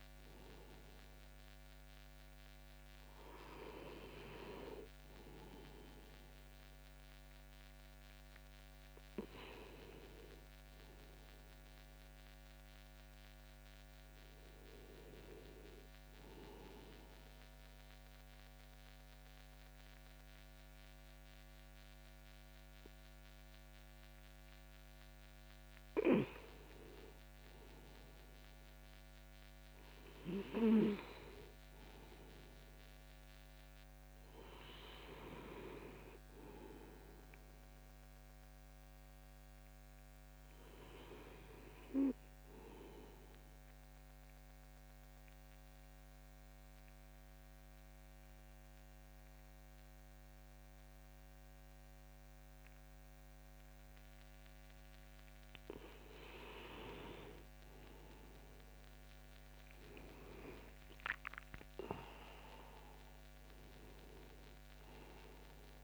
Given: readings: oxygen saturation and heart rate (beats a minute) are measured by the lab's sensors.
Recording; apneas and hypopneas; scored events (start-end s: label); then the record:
breathing in sleep by a microphone on the trachea; 1
2.50-65.84 s: new sleep stage, N2 (light sleep)
38.00-56.50 s: obstructive apnea (oxygen 99% before, 93% lowest)
57.50-65.84 s: oxygen desaturation (device-marked, oxygen 97% before, 94% lowest)
58.50-62.00 s: arousal
From the record:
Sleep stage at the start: N1 (lightest sleep); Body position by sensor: on the back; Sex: male